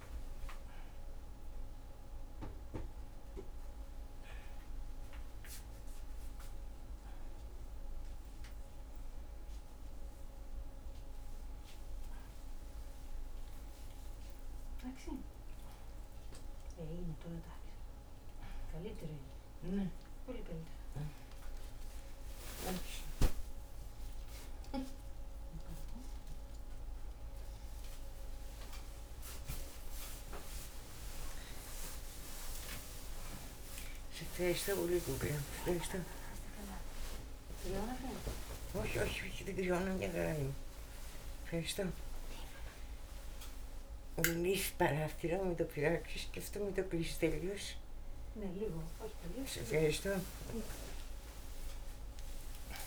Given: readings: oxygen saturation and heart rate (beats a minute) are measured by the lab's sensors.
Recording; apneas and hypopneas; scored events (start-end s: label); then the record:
a person awake in a sleep study, by a room microphone; none
34.00-47.00 s: snoring (device-marked)
From the record:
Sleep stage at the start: awake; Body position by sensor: on the back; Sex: female